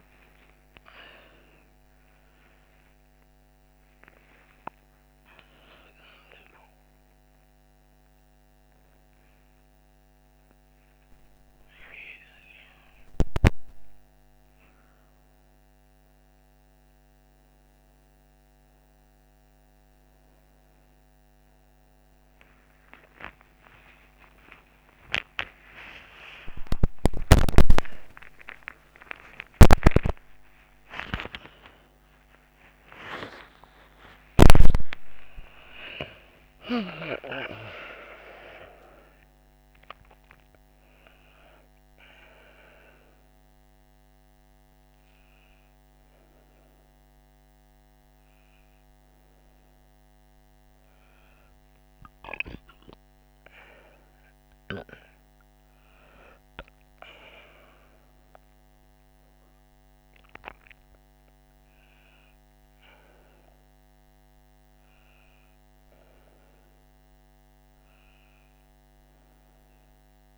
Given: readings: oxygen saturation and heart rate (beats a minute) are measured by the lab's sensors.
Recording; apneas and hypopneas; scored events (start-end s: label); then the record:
a person awake in a sleep study, by a microphone on the trachea; none
none scored
From the record:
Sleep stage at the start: awake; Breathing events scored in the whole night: 130 in 5.5 hours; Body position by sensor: on the right side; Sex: female